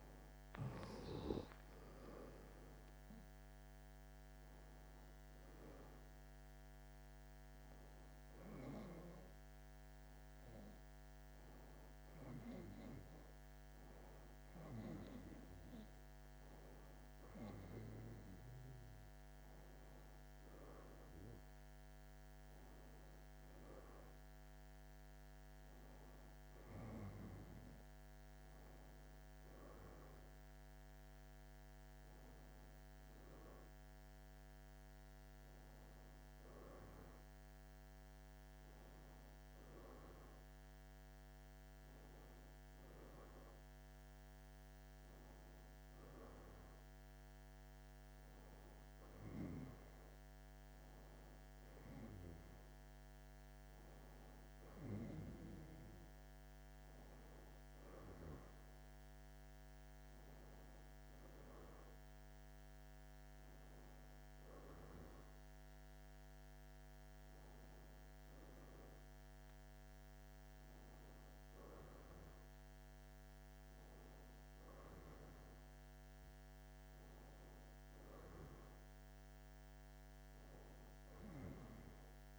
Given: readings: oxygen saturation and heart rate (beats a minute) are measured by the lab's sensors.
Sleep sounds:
a person partly awake in a sleep study, by a microphone on the trachea; none
4.00-82.39 s: new sleep stage, N1 (lightest sleep)
From the record:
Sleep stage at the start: awake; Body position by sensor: on the back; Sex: male

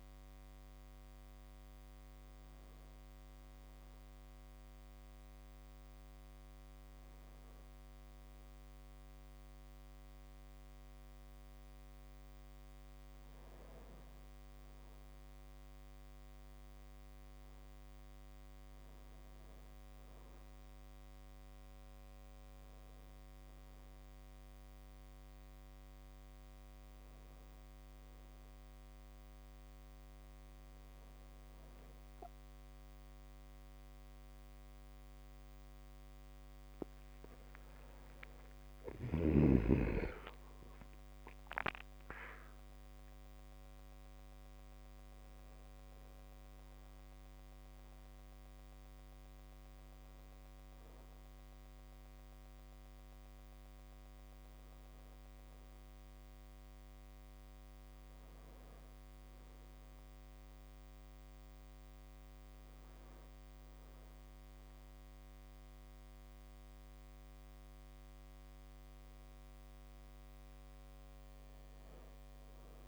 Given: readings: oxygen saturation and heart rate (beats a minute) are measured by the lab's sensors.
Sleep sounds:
a person awake in a sleep study, hard to hear, by a microphone on the trachea; none
33.00-36.50 s: arousal
59.00-63.00 s: arousal
From the record:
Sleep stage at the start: awake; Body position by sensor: on the back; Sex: male

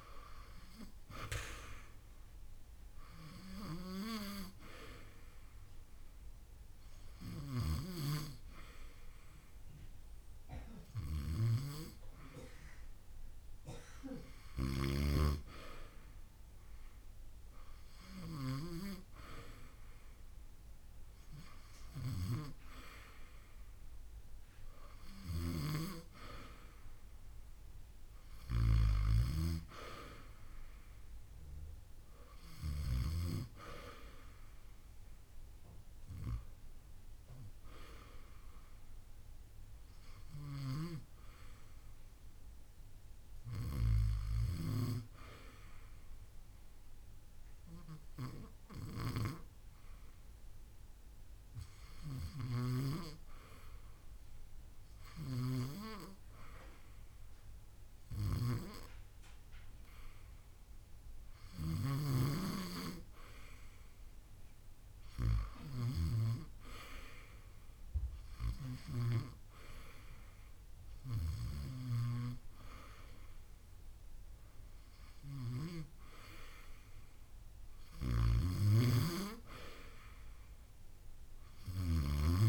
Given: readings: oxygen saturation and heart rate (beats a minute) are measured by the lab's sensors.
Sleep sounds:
breathing in sleep by a room microphone; 2
0.00-17.50 s: oxygen desaturation (device-marked, oxygen 89% lowest)
4.00-15.00 s: hypopnea (oxygen 93% before, 89% lowest)
5.50-7.50 s: long interval between heartbeats (device-marked)
9.50-11.50 s: drop in pulse transit time (device-marked)
17.50-21.00 s: arousal
39.50-43.50 s: arousal
46.00-62.00 s: hypopnea (oxygen 94% before, 86% lowest)
60.50-82.49 s: oxygen desaturation (device-marked, oxygen 94% before, 86% lowest)
63.50-67.00 s: arousal
75.00-77.00 s: long interval between heartbeats (device-marked)
From the record:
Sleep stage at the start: N2 (light sleep); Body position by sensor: on the back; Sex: female

